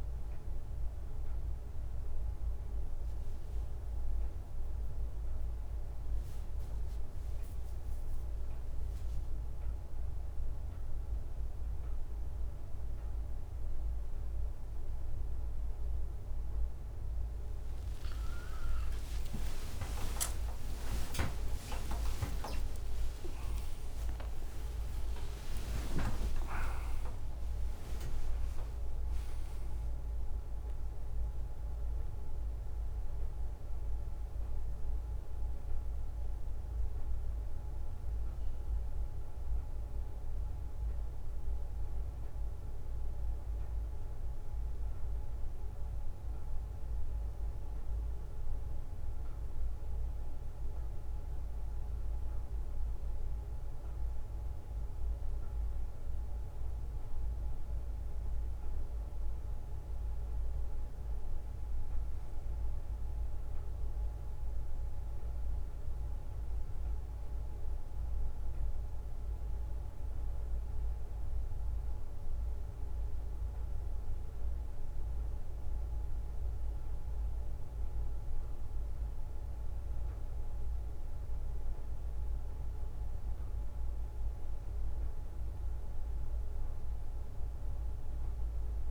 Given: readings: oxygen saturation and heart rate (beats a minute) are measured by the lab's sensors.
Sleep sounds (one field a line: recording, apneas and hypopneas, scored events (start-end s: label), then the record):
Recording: a person awake in a sleep study, by a room microphone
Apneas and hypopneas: none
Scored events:
19.00-21.00 s: long interval between heartbeats (device-marked, heart rate 68 before, 78 extreme)
21.50-35.50 s: drop in pulse transit time (device-marked, heart rate 70 before, 76 extreme)
48.50-88.91 s: new sleep stage, N1 (lightest sleep)
From the record:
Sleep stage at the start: awake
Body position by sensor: on the right side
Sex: male